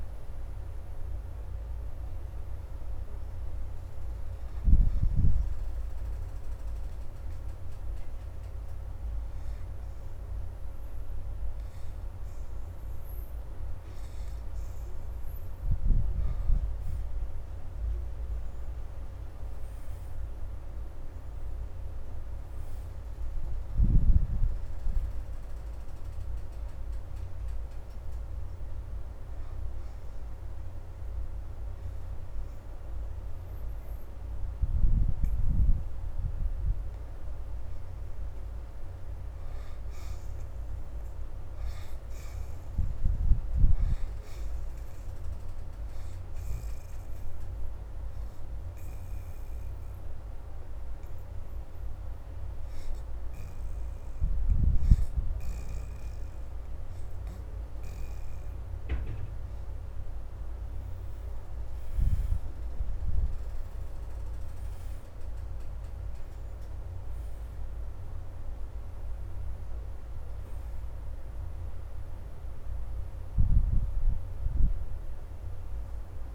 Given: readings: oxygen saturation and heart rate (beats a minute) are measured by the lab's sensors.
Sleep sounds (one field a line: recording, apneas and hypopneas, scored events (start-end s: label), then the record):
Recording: breathing in sleep, hard to hear, by a room microphone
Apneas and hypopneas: 3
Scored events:
0.00-12.00 s: oxygen desaturation (device-marked, oxygen 72% lowest, heart rate 72 extreme)
6.00-17.00 s: hypopnea (oxygen 86% before, 68% lowest, heart rate 77 before, 72 extreme, up 7 after)
17.00-41.00 s: oxygen desaturation (device-marked, oxygen 86% before, 71% lowest, heart rate 75 before, 72 extreme)
18.00-22.00 s: arousal
27.00-37.50 s: hypopnea (oxygen 86% before, 65% lowest, heart rate 76 before, 72 extreme, up 3 after)
40.50-44.50 s: arousal
46.50-59.00 s: obstructive apnea (oxygen 85% before, 65% lowest, heart rate 75 before, 71 extreme, up 4 after)
47.00-63.00 s: oxygen desaturation (device-marked, oxygen 85% before, 73% lowest, heart rate 75 before, 71 extreme)
61.50-65.50 s: arousal
65.00-76.34 s: oxygen desaturation (device-marked, oxygen 78% before, 65% lowest, heart rate 78 before, 71 extreme)
From the record:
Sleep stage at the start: N2 (light sleep)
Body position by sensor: on the left side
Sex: female